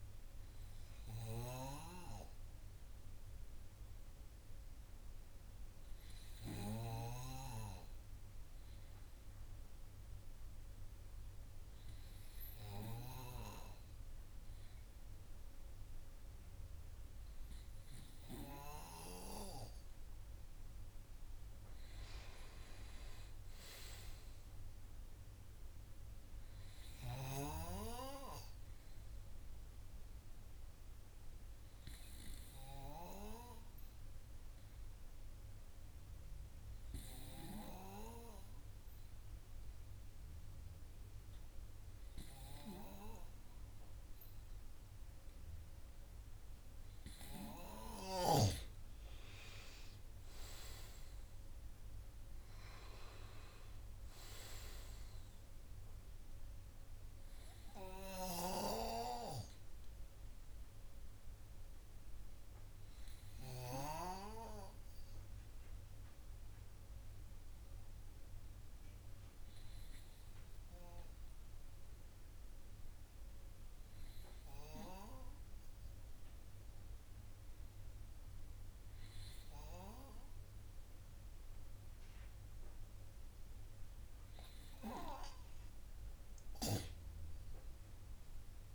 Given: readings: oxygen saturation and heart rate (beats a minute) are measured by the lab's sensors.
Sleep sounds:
breathing in sleep by a room microphone; 3
0.00-12.00 s: oxygen desaturation (device-marked, oxygen 94% lowest, heart rate 49 extreme)
2.50-18.50 s: hypopnea (oxygen 97% before, 94% lowest, heart rate 67 before, 49 extreme, up 16 after)
20.50-23.50 s: arousal
30.50-46.50 s: obstructive apnea (oxygen 98% before, 94% lowest, heart rate 62 before, 53 extreme, up 10 after)
49.50-53.00 s: arousal
53.00-74.00 s: oxygen desaturation (device-marked, oxygen 97% before, 94% lowest, heart rate 62 before, 52 extreme)
58.00-78.50 s: hypopnea (oxygen 97% before, 94% lowest, heart rate 65 before, 52 extreme, up 20 after)
80.00-84.00 s: arousal
From the record:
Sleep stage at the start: N2 (light sleep); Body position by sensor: on the right side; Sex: male

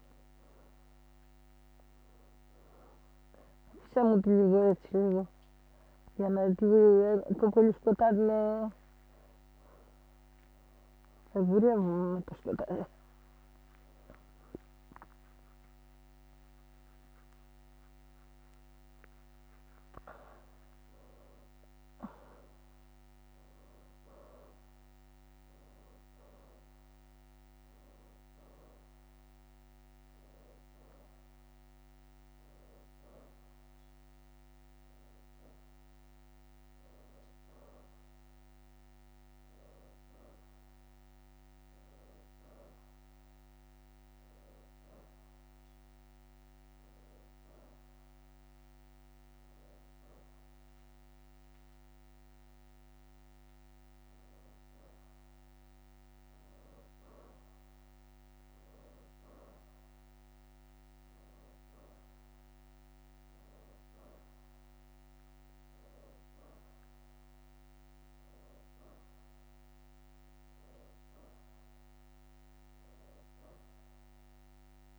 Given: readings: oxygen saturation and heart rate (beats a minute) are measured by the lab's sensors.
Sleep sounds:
a person awake in a sleep study, by a microphone on the trachea; none
33.00-34.00 s: leg movement (device-marked)
42.00-52.00 s: leg movement (device-marked)
55.50-56.50 s: leg movement (device-marked)
62.00-72.00 s: oxygen desaturation (device-marked, oxygen 93% before, 89% lowest, heart rate 86 before, 85 extreme)
66.00-74.99 s: new sleep stage, N2 (light sleep)
68.50-74.00 s: leg movement (device-marked)
From the record:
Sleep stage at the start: awake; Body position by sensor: on the back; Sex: female

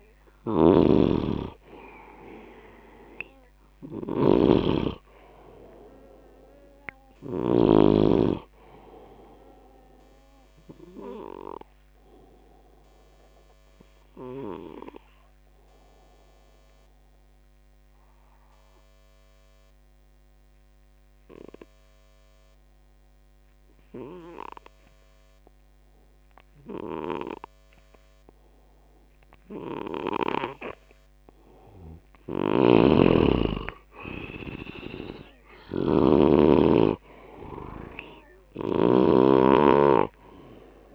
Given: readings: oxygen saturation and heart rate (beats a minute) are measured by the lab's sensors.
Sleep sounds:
breathing in sleep by a microphone on the trachea; 1
0.00-7.50 s: snoring (device-marked)
0.00-20.00 s: oxygen desaturation (device-marked, oxygen 87% lowest, heart rate 59 extreme)
11.50-30.00 s: obstructive apnea (oxygen 98% before, 87% lowest, heart rate 74 before, 59 extreme, up 16 after)
31.50-35.50 s: arousal
32.00-40.95 s: snoring (device-marked)
34.00-40.95 s: oxygen desaturation (device-marked, oxygen 98% before, 88% lowest, heart rate 70 before, 65 extreme)
From the record:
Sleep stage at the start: N2 (light sleep); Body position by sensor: on the left side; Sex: male

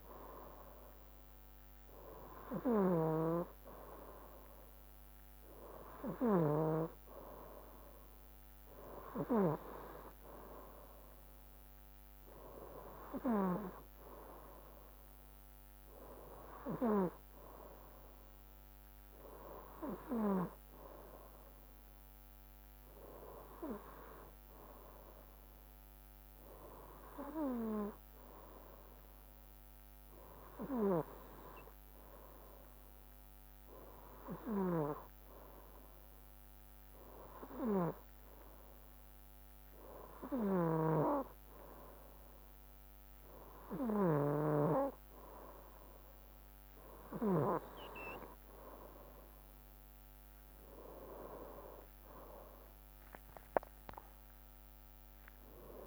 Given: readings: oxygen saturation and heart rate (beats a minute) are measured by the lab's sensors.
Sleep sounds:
breathing in sleep by a microphone on the trachea; none
none scored
From the record:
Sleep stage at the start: N2 (light sleep); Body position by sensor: on the right side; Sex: male

